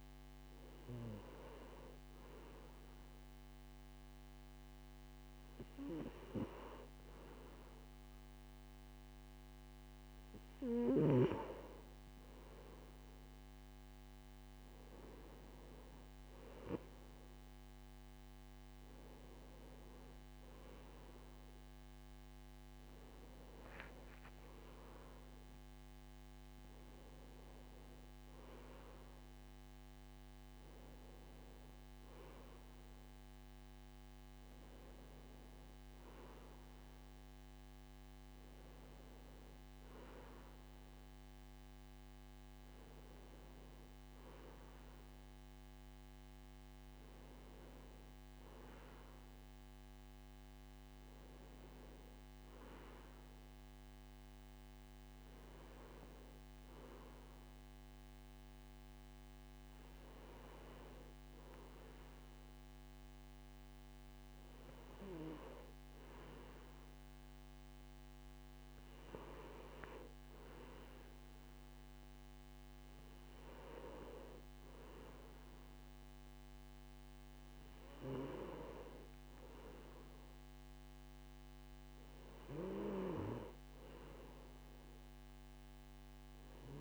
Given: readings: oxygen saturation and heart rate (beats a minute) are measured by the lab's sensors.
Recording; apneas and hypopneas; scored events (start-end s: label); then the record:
breathing in sleep by a microphone on the trachea; none
none scored
From the record:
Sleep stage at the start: N2 (light sleep); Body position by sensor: on the right side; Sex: male